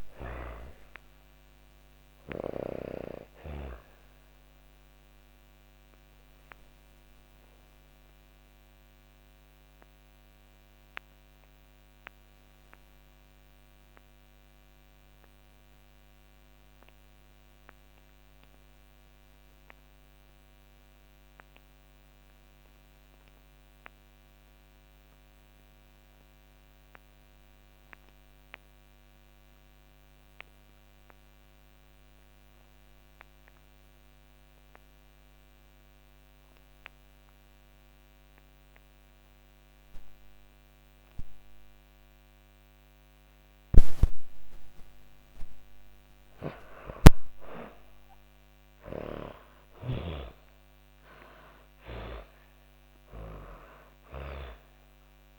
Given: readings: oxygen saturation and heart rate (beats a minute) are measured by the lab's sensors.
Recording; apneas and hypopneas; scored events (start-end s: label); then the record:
breathing in sleep by a microphone on the trachea; 1
0.00-2.50 s: snoring (device-marked)
0.00-24.00 s: oxygen desaturation (device-marked, oxygen 72% lowest, heart rate 87 extreme)
4.00-43.50 s: obstructive apnea (oxygen 99% before, 72% lowest, heart rate 113 before, 87 extreme)
31.00-55.39 s: oxygen desaturation (device-marked, oxygen 100% before, 73% lowest, heart rate 134 before, 87 extreme)
45.00-49.50 s: arousal
48.50-53.00 s: snoring (device-marked)
From the record:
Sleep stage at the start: N2 (light sleep); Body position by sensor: on the back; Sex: female